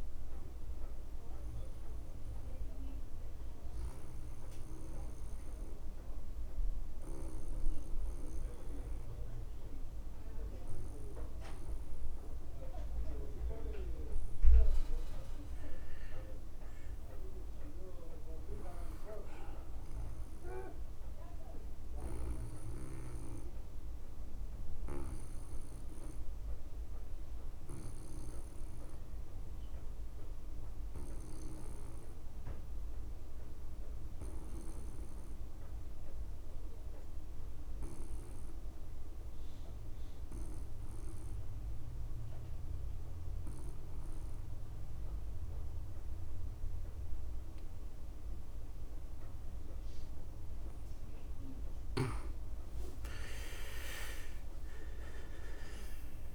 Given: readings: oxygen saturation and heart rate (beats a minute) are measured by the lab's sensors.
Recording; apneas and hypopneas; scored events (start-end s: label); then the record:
breathing in sleep by a room microphone; 2
0.00-16.00 s: oxygen desaturation (device-marked, oxygen 84% lowest)
3.00-14.00 s: obstructive apnea (oxygen 96% before, 81% lowest)
16.00-19.50 s: arousal
26.00-51.50 s: obstructive apnea (oxygen 99% before, 80% lowest)
34.00-56.35 s: oxygen desaturation (device-marked, oxygen 98% before, 80% lowest)
54.00-56.35 s: arousal
From the record:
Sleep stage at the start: N2 (light sleep); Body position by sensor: on the back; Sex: male